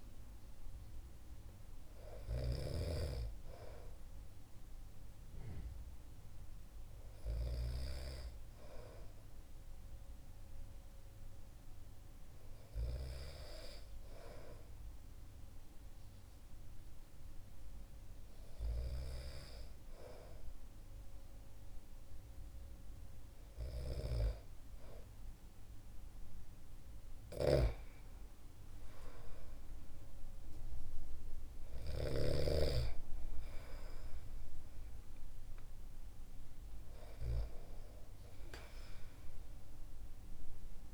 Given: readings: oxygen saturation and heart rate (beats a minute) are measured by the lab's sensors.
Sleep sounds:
breathing in sleep by a room microphone; none
27.00-32.50 s: snoring (device-marked)
From the record:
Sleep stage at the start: N2 (light sleep); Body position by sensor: on the back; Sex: male

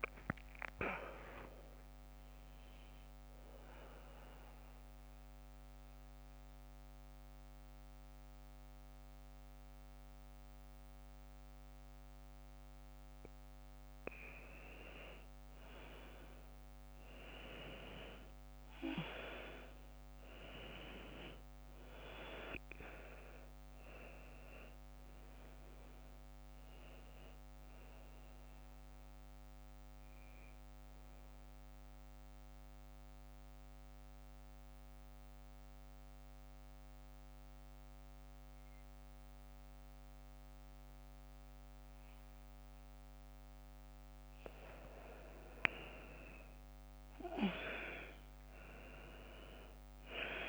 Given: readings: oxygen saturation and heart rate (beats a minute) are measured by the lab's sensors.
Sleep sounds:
breathing in sleep by a microphone on the trachea; 2
4.00-14.00 s: central apnea (oxygen 97% before, 90% lowest, heart rate 67 before, 58 extreme, up 4 after)
15.50-18.00 s: arousal
18.50-36.50 s: oxygen desaturation (device-marked, oxygen 96% before, 92% lowest, heart rate 63 before, 58 extreme)
22.50-50.49 s: new sleep stage, N2 (light sleep)
31.50-44.50 s: mixed apnea (oxygen 96% before, 90% lowest, heart rate 61 before, 58 extreme, up 7 after)
46.00-48.50 s: arousal
From the record:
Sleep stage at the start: N1 (lightest sleep); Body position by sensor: on the back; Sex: female

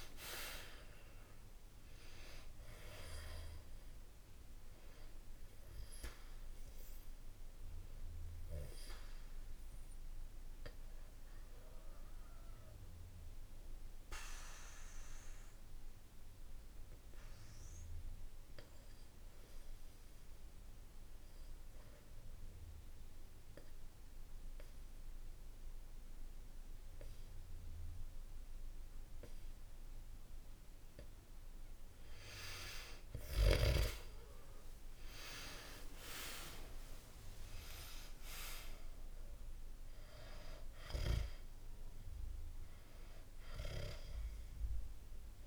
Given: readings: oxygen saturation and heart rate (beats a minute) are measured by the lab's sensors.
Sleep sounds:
breathing in sleep by a room microphone; 1
0.00-24.50 s: oxygen desaturation (device-marked, oxygen 90% lowest, heart rate 62 extreme)
8.50-30.50 s: obstructive apnea (oxygen 98% before, 90% lowest, heart rate 67 before, 62 extreme, up 0 after)
32.50-37.50 s: arousal
42.50-45.47 s: oxygen desaturation (device-marked, oxygen 97% before, 91% lowest, heart rate 65 before, 63 extreme)
From the record:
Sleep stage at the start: REM sleep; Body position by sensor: on the back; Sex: male

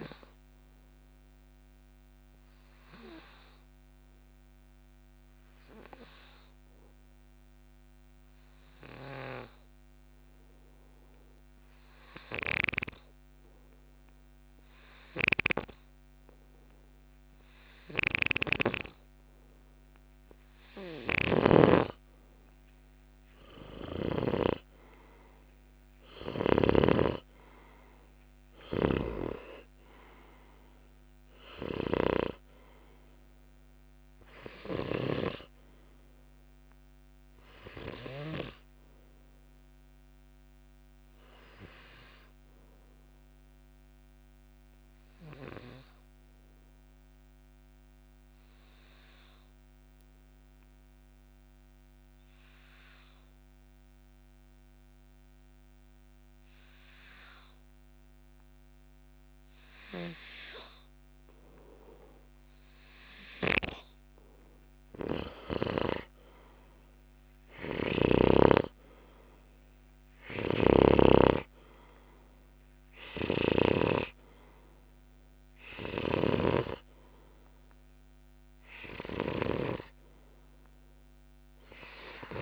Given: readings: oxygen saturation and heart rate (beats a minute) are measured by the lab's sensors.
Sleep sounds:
breathing in sleep by a microphone on the trachea; 1
0.00-16.00 s: oxygen desaturation (device-marked, oxygen 90% lowest, heart rate 60 extreme)
18.00-24.50 s: snoring (device-marked)
24.00-29.00 s: arousal
28.00-56.00 s: oxygen desaturation (device-marked, oxygen 94% before, 89% lowest, heart rate 62 before, 59 extreme)
29.00-35.50 s: snoring (device-marked)
43.00-62.50 s: obstructive apnea (oxygen 94% before, 89% lowest, heart rate 64 before, 59 extreme, up 3 after)
66.00-71.00 s: arousal
70.00-82.42 s: oxygen desaturation (device-marked, oxygen 96% before, 89% lowest, heart rate 61 before, 61 extreme)
70.50-74.00 s: snoring (device-marked)
76.00-80.00 s: snoring (device-marked)
From the record:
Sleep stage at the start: N2 (light sleep); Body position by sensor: on the back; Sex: male

